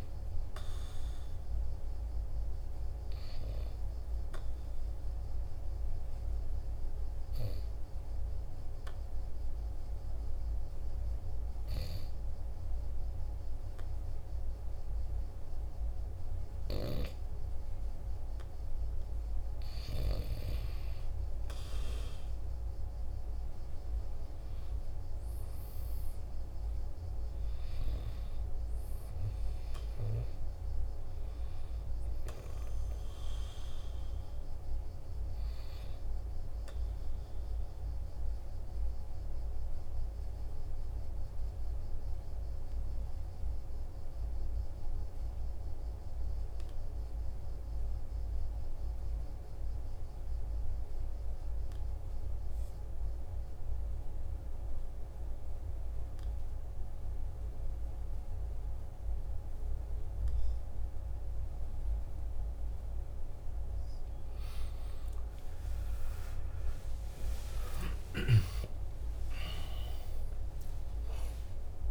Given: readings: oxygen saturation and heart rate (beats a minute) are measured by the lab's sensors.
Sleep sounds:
breathing in sleep by a room microphone; 2
5.00-17.50 s: obstructive apnea (oxygen 98% before, 94% lowest, heart rate 47 before, 45 extreme, up 2 after)
20.00-25.00 s: arousal
37.00-63.50 s: obstructive apnea (oxygen 97% before, 92% lowest, heart rate 47 before, 44 extreme, up 14 after)
66.50-71.50 s: arousal
From the record:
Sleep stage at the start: N2 (light sleep); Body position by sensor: on the right side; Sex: male

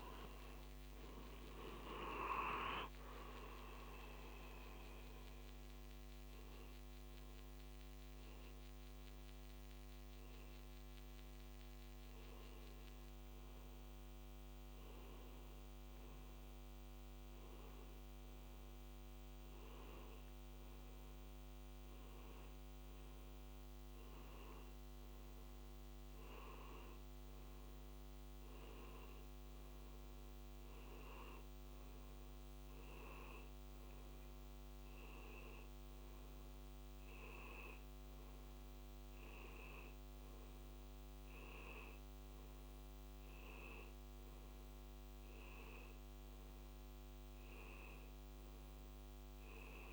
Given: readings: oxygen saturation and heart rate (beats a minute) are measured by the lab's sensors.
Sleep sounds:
a person awake in a sleep study, hard to hear, by a microphone on the trachea; none
none scored
From the record:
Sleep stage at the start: awake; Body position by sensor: on the back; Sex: male

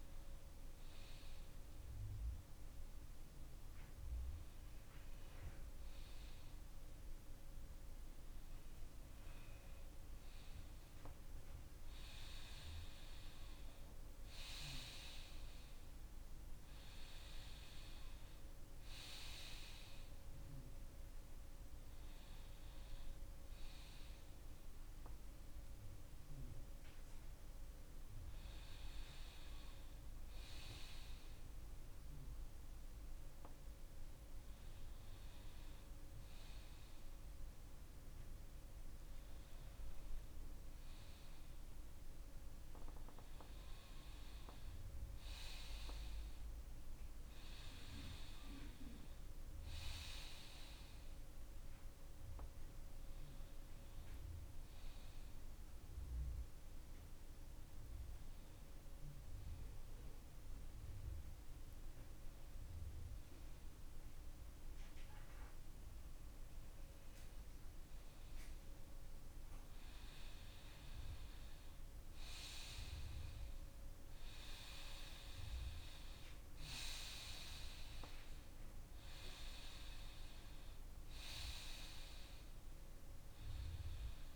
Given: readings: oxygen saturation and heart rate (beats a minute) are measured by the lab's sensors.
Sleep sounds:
breathing in sleep by a room microphone; none
none scored
From the record:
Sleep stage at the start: N2 (light sleep); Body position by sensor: on the front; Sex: male

